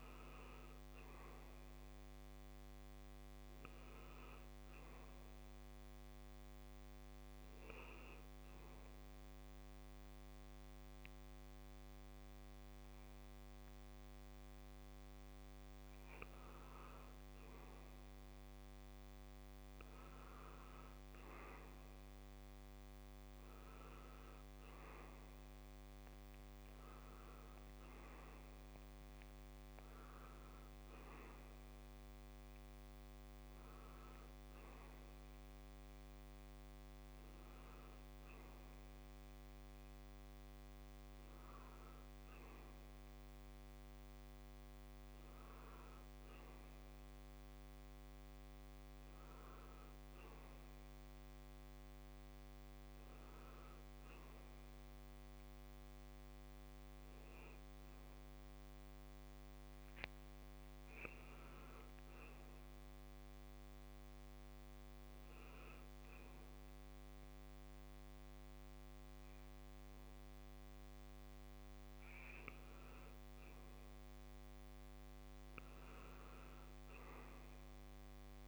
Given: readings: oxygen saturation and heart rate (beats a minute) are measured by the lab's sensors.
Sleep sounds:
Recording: breathing in sleep, hard to hear, by a microphone on the trachea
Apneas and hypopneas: 2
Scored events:
0.00-14.00 s: oxygen desaturation (device-marked, oxygen 86% lowest, heart rate 69 extreme)
7.50-17.50 s: mixed apnea (oxygen 91% before, 87% lowest, heart rate 70 before, 68 extreme, up 5 after)
19.50-24.00 s: arousal
27.00-44.00 s: oxygen desaturation (device-marked, oxygen 92% before, 87% lowest, heart rate 70 before, 67 extreme)
31.00-61.00 s: new sleep stage, N1 (lightest sleep)
50.50-54.50 s: arousal
60.50-71.50 s: hypopnea (oxygen 93% before, 86% lowest, heart rate 68 before, 68 extreme, up 1 after)
61.00-78.48 s: new sleep stage, N2 (light sleep)
74.00-78.48 s: arousal
76.00-78.48 s: oxygen desaturation (device-marked, oxygen 91% before, 87% lowest, heart rate 68 before, 67 extreme)
From the record:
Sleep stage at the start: N2 (light sleep)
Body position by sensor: on the back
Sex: male

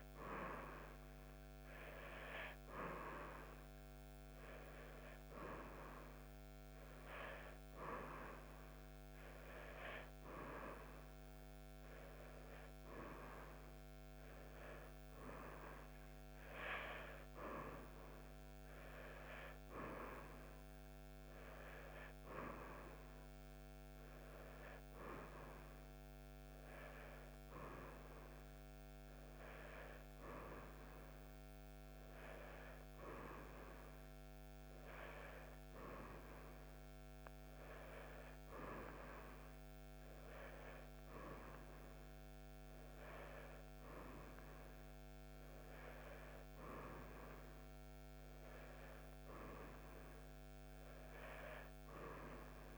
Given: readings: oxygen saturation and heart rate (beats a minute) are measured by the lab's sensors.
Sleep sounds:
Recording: breathing in sleep by a microphone on the trachea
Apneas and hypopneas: none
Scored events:
none scored
From the record:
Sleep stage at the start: N1 (lightest sleep)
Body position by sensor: on the back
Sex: female

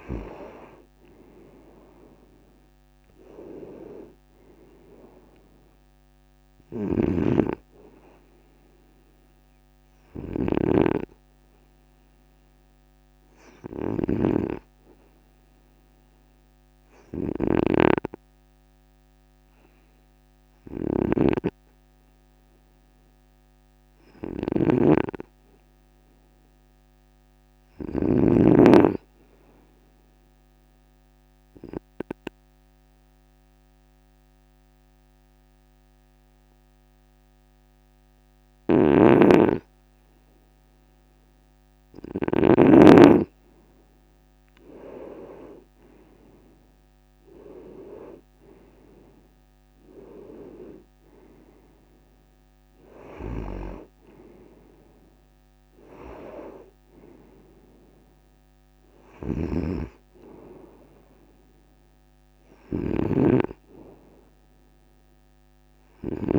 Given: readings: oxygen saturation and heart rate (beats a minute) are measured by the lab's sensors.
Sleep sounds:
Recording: breathing in sleep by a microphone on the trachea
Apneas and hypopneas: 2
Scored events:
6.00-28.00 s: snoring (device-marked)
10.50-22.50 s: hypopnea (oxygen 97% before, 95% lowest, heart rate 56 before, 51 extreme, up 1 after)
24.00-27.00 s: arousal
30.50-41.50 s: obstructive apnea (oxygen 97% before, 95% lowest, heart rate 52 before, 52 extreme, up 6 after)
38.00-42.00 s: snoring (device-marked)
43.00-47.00 s: arousal
59.00-66.39 s: snoring (device-marked)
From the record:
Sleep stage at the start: N2 (light sleep)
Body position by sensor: on the right side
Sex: male

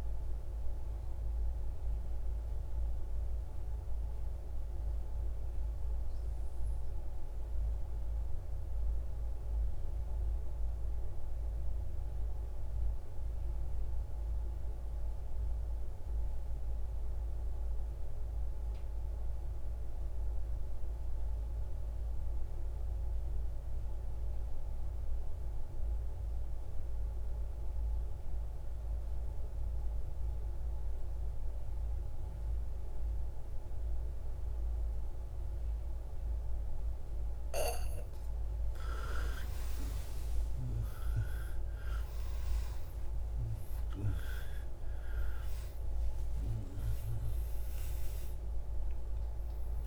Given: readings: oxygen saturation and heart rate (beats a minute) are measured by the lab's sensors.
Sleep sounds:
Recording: breathing in sleep, hard to hear, by a room microphone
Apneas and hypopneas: 1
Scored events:
0.00-10.50 s: oxygen desaturation (device-marked, oxygen 95% lowest, heart rate 55 extreme)
2.00-37.00 s: mixed apnea (oxygen 99% before, 89% lowest, heart rate 62 before, 55 extreme, up 32 after)
22.50-49.86 s: oxygen desaturation (device-marked, oxygen 98% before, 89% lowest, heart rate 61 before, 60 extreme)
43.00-49.00 s: arousal
From the record:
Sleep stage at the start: N2 (light sleep)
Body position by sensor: on the right side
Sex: male

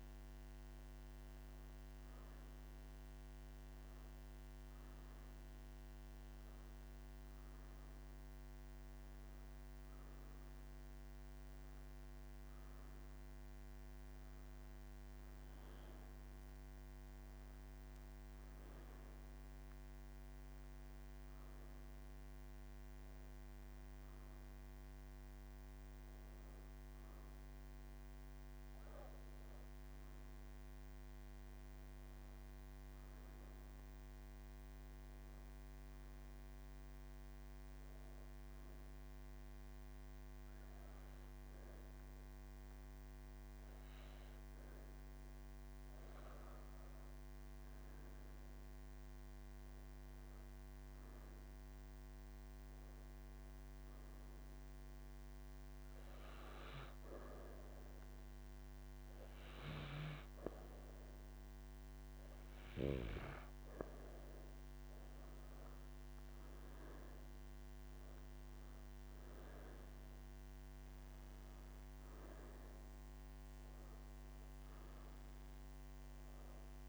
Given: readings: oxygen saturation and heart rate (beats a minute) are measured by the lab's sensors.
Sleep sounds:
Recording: breathing in sleep, hard to hear, by a microphone on the trachea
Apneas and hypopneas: 1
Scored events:
36.00-46.50 s: hypopnea (oxygen 96% before, 93% lowest, heart rate 63 before, 44 extreme, up 3 after)
From the record:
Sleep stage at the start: N1 (lightest sleep)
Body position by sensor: on the right side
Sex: female

